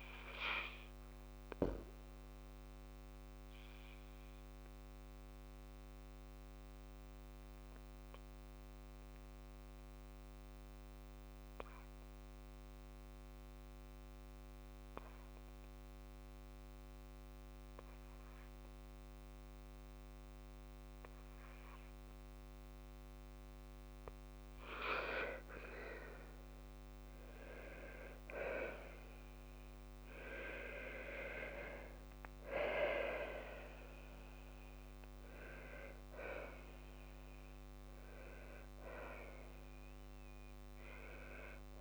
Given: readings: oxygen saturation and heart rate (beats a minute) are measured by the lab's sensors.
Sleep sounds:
breathing in sleep by a microphone on the trachea; 1
3.50-22.50 s: obstructive apnea (oxygen 98% before, 93% lowest, heart rate 68 before, 56 extreme, up 5 after)
12.50-23.50 s: oxygen desaturation (device-marked, oxygen 97% before, 93% lowest, heart rate 63 before, 56 extreme)
24.50-28.50 s: arousal
From the record:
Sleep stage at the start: N2 (light sleep); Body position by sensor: on the back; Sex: female

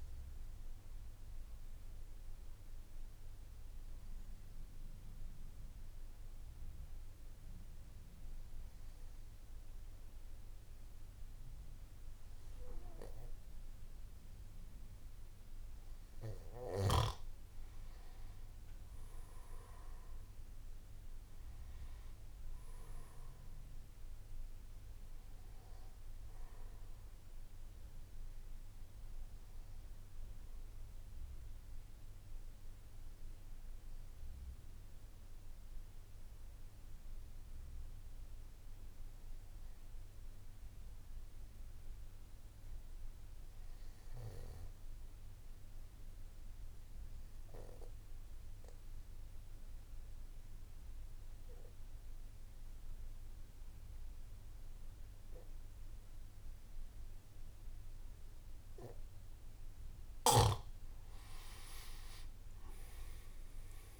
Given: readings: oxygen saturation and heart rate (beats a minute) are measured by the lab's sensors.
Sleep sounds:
breathing in sleep by a room microphone; 2
0.00-16.00 s: oxygen desaturation (device-marked, oxygen 95% lowest, heart rate 51 extreme)
1.00-16.50 s: obstructive apnea (oxygen 99% before, 89% lowest, heart rate 55 before, 52 extreme, up 8 after)
23.00-43.00 s: oxygen desaturation (device-marked, oxygen 97% before, 93% lowest, heart rate 55 before, 52 extreme)
37.00-59.50 s: obstructive apnea (oxygen 97% before, 87% lowest, heart rate 56 before, 54 extreme, up 14 after)
40.00-64.00 s: new sleep stage, N3 (deep sleep)
59.00-64.00 s: oxygen desaturation (device-marked, oxygen 97% before, 87% lowest, heart rate 55 before, 50 extreme)
From the record:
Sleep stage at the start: N2 (light sleep); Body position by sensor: on the back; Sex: male

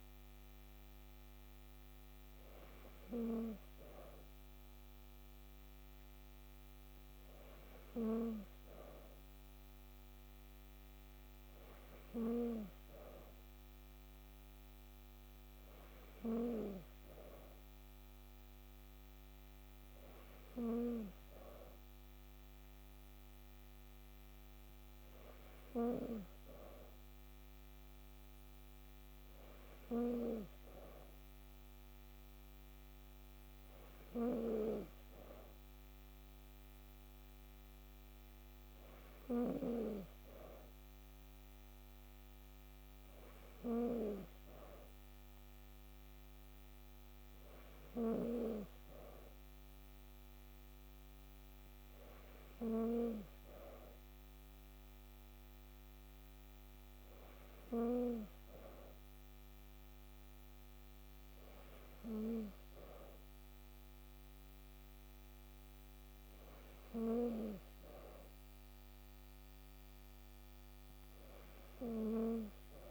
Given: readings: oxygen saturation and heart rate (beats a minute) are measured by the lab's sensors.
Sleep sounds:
breathing in sleep by a microphone on the trachea; none
none scored
From the record:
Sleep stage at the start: N3 (deep sleep); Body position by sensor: on the back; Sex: female

